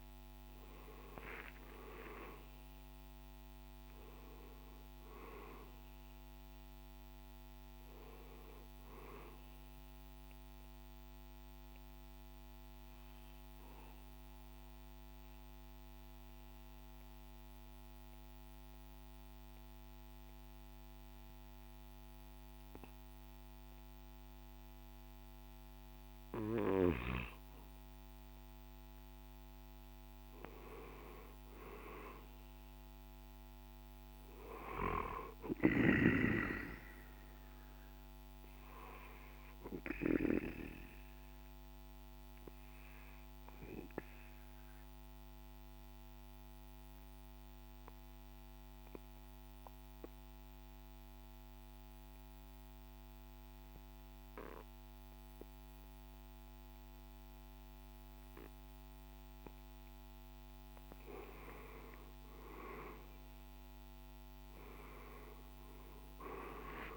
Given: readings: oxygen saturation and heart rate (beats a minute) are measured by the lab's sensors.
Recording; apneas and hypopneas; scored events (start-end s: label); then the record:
breathing in sleep by a microphone on the trachea; 2
0.00-2.00 s: arousal
1.50-12.50 s: drop in pulse transit time (device-marked, heart rate 54 before, 56 extreme)
6.50-26.50 s: oxygen desaturation (device-marked, oxygen 97% before, 91% lowest, heart rate 55 before, 51 extreme)
7.50-66.97 s: new sleep stage, N2 (light sleep)
10.50-25.00 s: obstructive apnea (oxygen 97% before, 91% lowest, heart rate 56 before, 51 extreme, up 8 after)
29.00-32.50 s: arousal
35.50-58.50 s: oxygen desaturation (device-marked, oxygen 97% before, 91% lowest, heart rate 55 before, 50 extreme)
40.00-59.50 s: obstructive apnea (oxygen 97% before, 89% lowest, heart rate 56 before, 50 extreme, up 7 after)
61.50-66.00 s: arousal
65.50-66.97 s: drop in pulse transit time (device-marked, heart rate 54 before, 50 extreme)
From the record:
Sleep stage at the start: N1 (lightest sleep); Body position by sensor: on the back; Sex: male